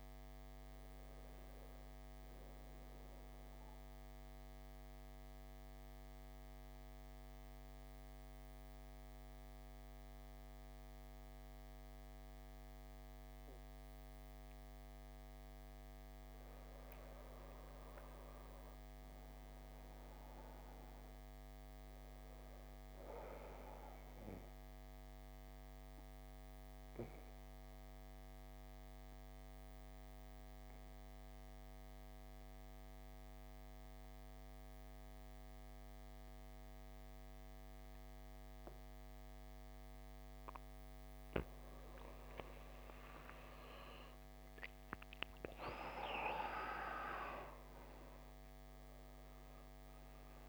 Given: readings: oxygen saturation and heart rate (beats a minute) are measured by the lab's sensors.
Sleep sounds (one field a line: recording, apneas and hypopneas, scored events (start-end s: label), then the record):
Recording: breathing in sleep by a microphone on the trachea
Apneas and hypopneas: 2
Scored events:
0.00-10.00 s: oxygen desaturation (device-marked, oxygen 83% lowest, heart rate 52 extreme)
4.00-16.50 s: mixed apnea (oxygen 96% before, 83% lowest, heart rate 63 before, 52 extreme, up 6 after)
18.00-22.00 s: arousal
26.50-41.00 s: obstructive apnea (oxygen 98% before, 87% lowest, heart rate 54 before, 51 extreme, up 20 after)
29.00-40.00 s: oxygen desaturation (device-marked, oxygen 98% before, 94% lowest, heart rate 54 before, 52 extreme)
44.00-48.50 s: arousal
48.00-50.49 s: oxygen desaturation (device-marked, oxygen 96% before, 88% lowest)
From the record:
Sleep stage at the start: N2 (light sleep)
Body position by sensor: on the back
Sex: male